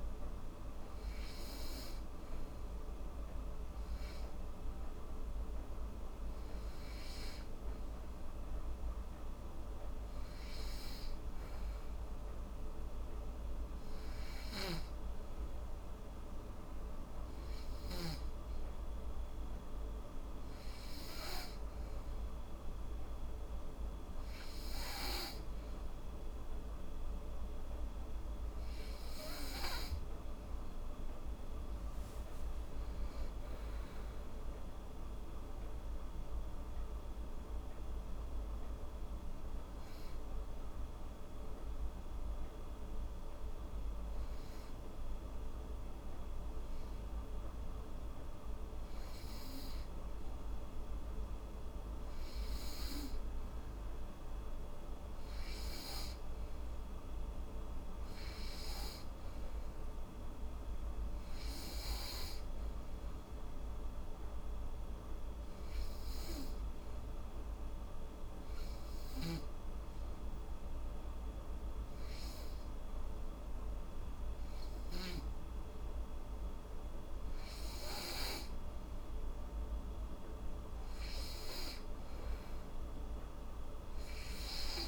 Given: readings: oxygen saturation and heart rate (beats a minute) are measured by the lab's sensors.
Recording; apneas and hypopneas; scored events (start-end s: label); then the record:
breathing in sleep, hard to hear, by a room microphone; 3
7.00-26.50 s: hypopnea (oxygen 96% before, 91% lowest, heart rate 79 before, 76 extreme, up 6 after)
30.50-34.50 s: arousal
40.00-50.50 s: obstructive apnea (oxygen 95% before, 89% lowest, heart rate 83 before, 76 extreme, up 6 after)
54.00-57.00 s: arousal
64.00-79.00 s: hypopnea (oxygen 97% before, 89% lowest, heart rate 80 before, 78 extreme, up 6 after)
79.50-84.88 s: oxygen desaturation (device-marked, oxygen 94% before, 89% lowest, heart rate 83 before, 78 extreme)
82.50-84.88 s: arousal
From the record:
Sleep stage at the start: N2 (light sleep); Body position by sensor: on the back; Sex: female